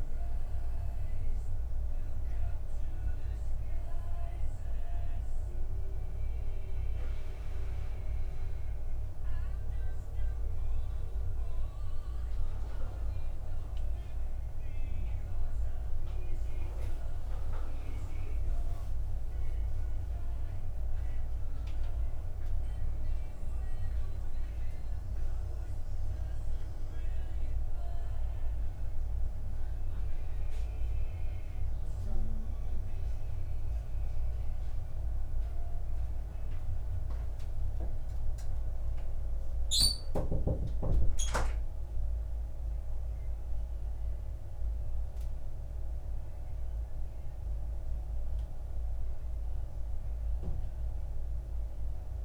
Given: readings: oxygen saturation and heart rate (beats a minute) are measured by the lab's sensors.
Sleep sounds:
breathing in sleep, hard to hear, by a room microphone; 1
33.00-44.50 s: obstructive apnea (oxygen 97% before, 94% lowest, heart rate 55 before, 52 extreme, up 2 after)
47.50-51.00 s: arousal
From the record:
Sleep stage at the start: N1 (lightest sleep); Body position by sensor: on the back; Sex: male

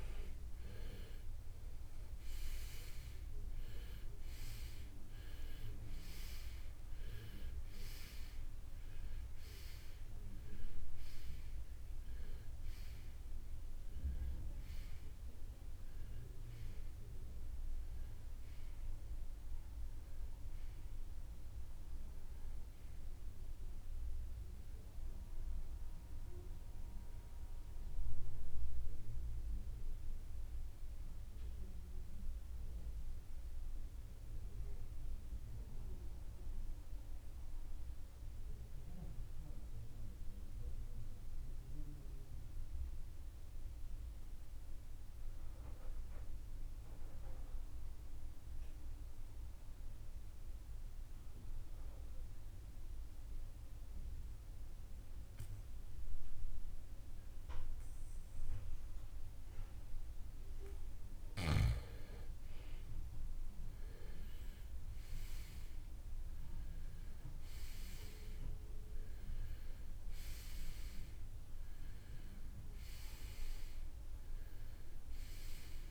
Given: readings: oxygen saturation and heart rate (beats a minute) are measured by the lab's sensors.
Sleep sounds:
breathing in sleep by a room microphone; 1
0.00-2.50 s: arousal
22.00-47.00 s: oxygen desaturation (device-marked, oxygen 94% before, 83% lowest, heart rate 76 before, 55 extreme)
34.50-60.50 s: mixed apnea (oxygen 95% before, 83% lowest, heart rate 79 before, 55 extreme, up 8 after)
62.50-67.50 s: arousal
67.00-75.91 s: oxygen desaturation (device-marked, oxygen 97% before, 83% lowest, heart rate 59 before, 57 extreme)
From the record:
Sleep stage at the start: REM sleep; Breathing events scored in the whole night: 201 in 3.8 hours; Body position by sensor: on the right side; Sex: male

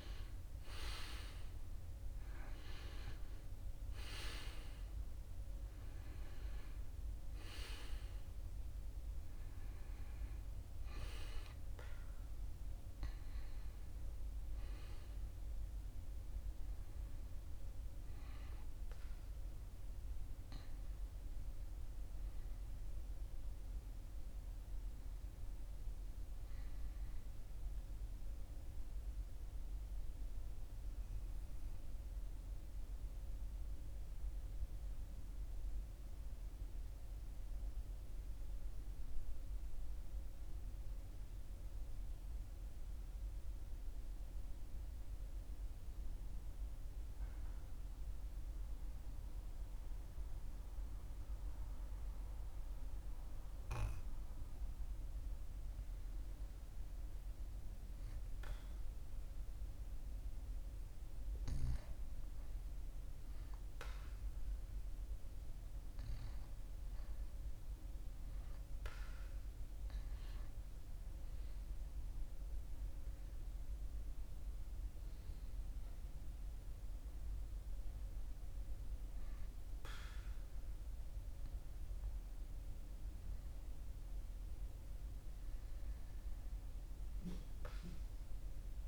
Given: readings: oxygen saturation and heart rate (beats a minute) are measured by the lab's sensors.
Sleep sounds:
breathing in sleep by a room microphone; 1
0.00-2.00 s: arousal
0.00-33.50 s: oxygen desaturation (device-marked, oxygen 75% lowest, heart rate 42 extreme)
29.00-55.50 s: obstructive apnea (oxygen 82% before, 82% lowest, heart rate 52 before, 44 extreme, up 1 after)
57.00-61.50 s: arousal
57.50-81.50 s: oxygen desaturation (device-marked, oxygen 100% before, 94% lowest, heart rate 44 before, 42 extreme)
86.50-88.88 s: arousal
From the record:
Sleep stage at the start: REM sleep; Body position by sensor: on the right side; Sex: male

